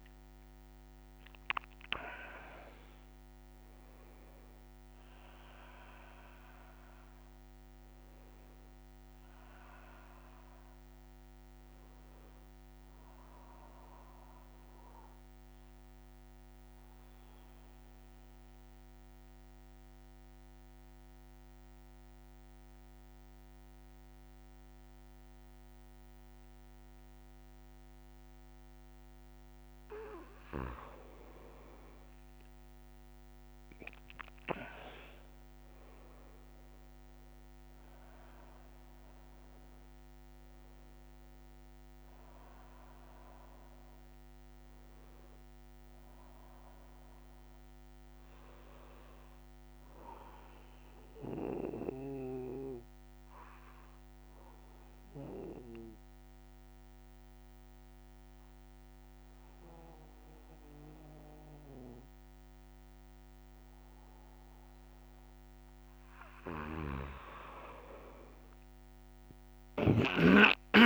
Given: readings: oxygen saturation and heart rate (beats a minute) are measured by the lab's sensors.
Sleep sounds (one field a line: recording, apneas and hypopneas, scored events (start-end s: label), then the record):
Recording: breathing in sleep by a microphone on the trachea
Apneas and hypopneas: 2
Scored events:
0.00-20.50 s: oxygen desaturation (device-marked, oxygen 94% lowest, heart rate 86 extreme)
14.00-29.50 s: obstructive apnea (oxygen 97% before, 93% lowest, heart rate 133 before, 85 extreme, up 11 after)
40.50-58.50 s: oxygen desaturation (device-marked, oxygen 98% before, 93% lowest, heart rate 139 before, 86 extreme)
51.00-66.50 s: obstructive apnea (oxygen 98% before, 93% lowest, heart rate 106 before, 86 extreme)
From the record:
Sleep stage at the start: N2 (light sleep)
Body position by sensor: on the back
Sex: male